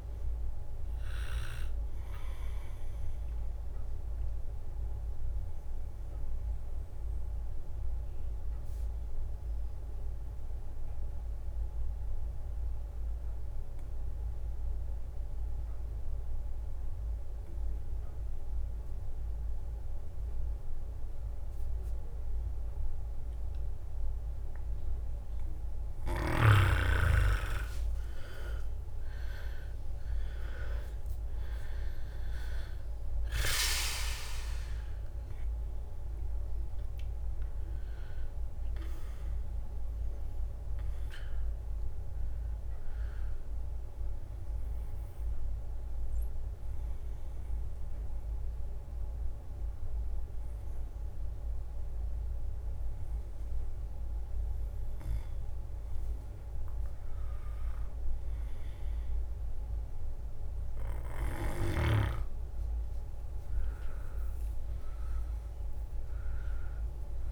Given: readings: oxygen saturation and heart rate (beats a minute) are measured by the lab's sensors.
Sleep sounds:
breathing in sleep by a room microphone; 2
0.00-3.50 s: drop in pulse transit time (device-marked, heart rate 65 extreme)
0.00-14.50 s: oxygen desaturation (device-marked, oxygen 94% lowest, heart rate 62 extreme)
4.50-25.50 s: obstructive apnea (oxygen 99% before, 91% lowest, heart rate 68 before, 61 extreme, up 12 after)
26.50-53.50 s: oxygen desaturation (device-marked, oxygen 99% before, 91% lowest, heart rate 64 before, 61 extreme)
27.00-30.50 s: arousal
30.50-44.50 s: drop in pulse transit time (device-marked, heart rate 64 before, 68 extreme)
43.50-54.00 s: obstructive apnea (oxygen 99% before, 91% lowest, heart rate 71 before, 62 extreme, up 7 after)
61.50-67.31 s: drop in pulse transit time (device-marked, heart rate 65 before, 65 extreme)
62.00-66.00 s: arousal
From the record:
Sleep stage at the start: N2 (light sleep); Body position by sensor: on the back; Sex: male

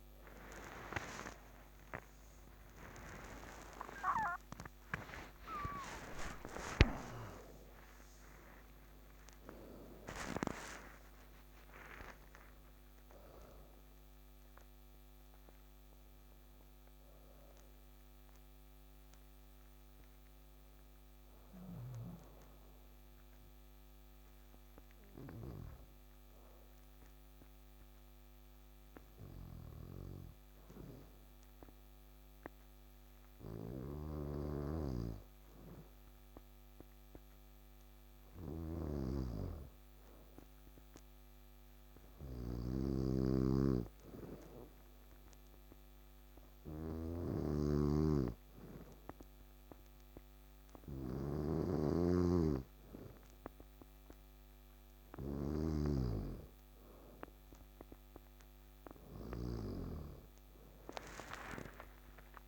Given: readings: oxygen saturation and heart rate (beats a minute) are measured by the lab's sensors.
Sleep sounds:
breathing in sleep by a microphone on the trachea; 1
0.00-6.00 s: arousal
0.00-20.00 s: oxygen desaturation (device-marked, oxygen 92% lowest, heart rate 63 extreme)
21.00-59.50 s: snoring (device-marked)
25.00-57.00 s: hypopnea (oxygen 99% before, 96% lowest, heart rate 87 before, 63 extreme, up 7 after)
61.00-62.48 s: arousal
From the record:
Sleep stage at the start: N2 (light sleep); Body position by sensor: on the back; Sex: male

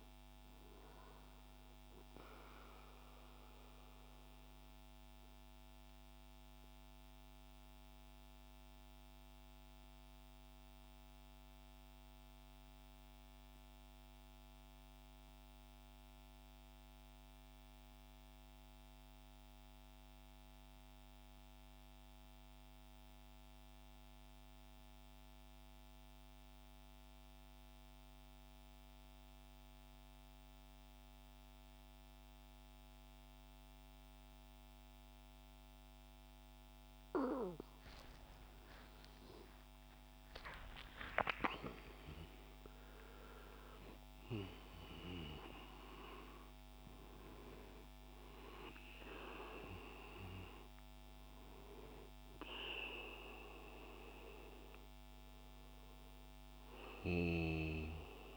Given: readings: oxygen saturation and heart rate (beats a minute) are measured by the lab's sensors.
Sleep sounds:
breathing in sleep by a microphone on the trachea; 1
0.00-12.50 s: oxygen desaturation (device-marked, oxygen 86% lowest, heart rate 59 extreme)
6.00-37.50 s: mixed apnea (oxygen 96% before, 88% lowest, heart rate 72 before, 60 extreme, up 27 after)
28.50-58.37 s: oxygen desaturation (device-marked, oxygen 99% before, 88% lowest, heart rate 66 before, 62 extreme)
38.00-42.00 s: arousal
From the record:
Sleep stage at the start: N2 (light sleep); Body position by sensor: on the back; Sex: male

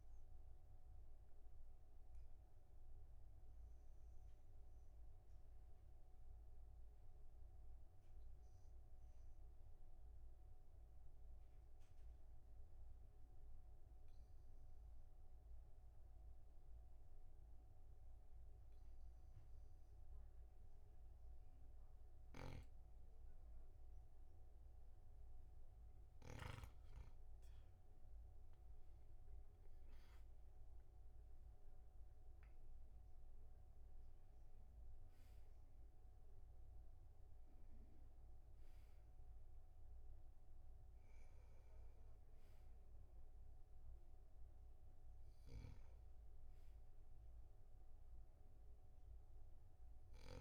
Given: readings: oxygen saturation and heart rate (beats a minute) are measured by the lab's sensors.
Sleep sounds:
breathing in sleep, hard to hear, by a room microphone; 1
0.50-25.00 s: obstructive apnea (oxygen 99% before, 96% lowest, heart rate 51 before, 44 extreme, up 13 after)
22.50-27.00 s: snoring (device-marked)
28.50-32.50 s: arousal
46.00-50.41 s: snoring (device-marked)
From the record:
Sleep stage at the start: N2 (light sleep); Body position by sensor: on the back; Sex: male

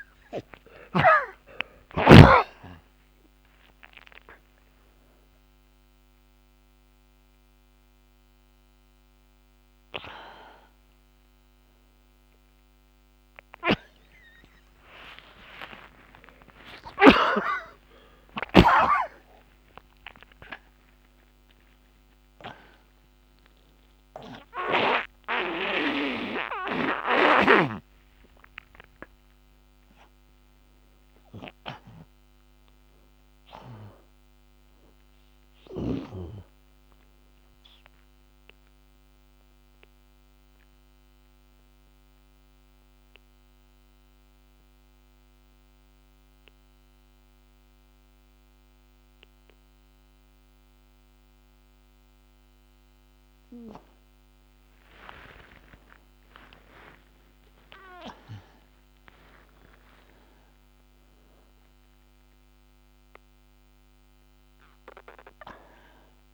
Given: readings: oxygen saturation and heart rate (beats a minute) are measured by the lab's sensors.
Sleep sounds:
a person partly awake in a sleep study, by a microphone on the trachea; 1
0.00-1.50 s: snoring (device-marked)
0.00-8.00 s: oxygen desaturation (device-marked, oxygen 87% lowest)
30.00-66.34 s: new sleep stage, N1 (lightest sleep)
38.00-54.00 s: central apnea (oxygen 99% before, 81% lowest)
47.00-66.34 s: oxygen desaturation (device-marked, oxygen 98% before, 81% lowest)
56.00-59.50 s: arousal
From the record:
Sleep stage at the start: awake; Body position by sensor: on the back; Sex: male

